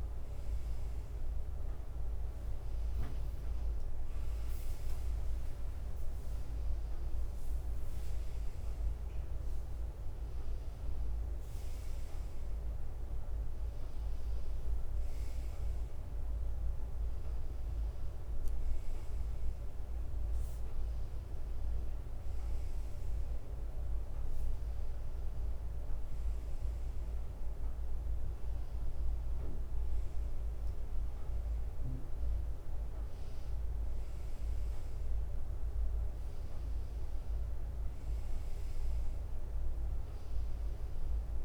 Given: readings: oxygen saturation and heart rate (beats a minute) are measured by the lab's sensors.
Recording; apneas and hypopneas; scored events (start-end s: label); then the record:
breathing in sleep, hard to hear, by a room microphone; none
1.50-12.00 s: leg movement (device-marked)
22.00-25.50 s: leg movement (device-marked)
From the record:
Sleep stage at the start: N2 (light sleep); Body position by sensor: on the right side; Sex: male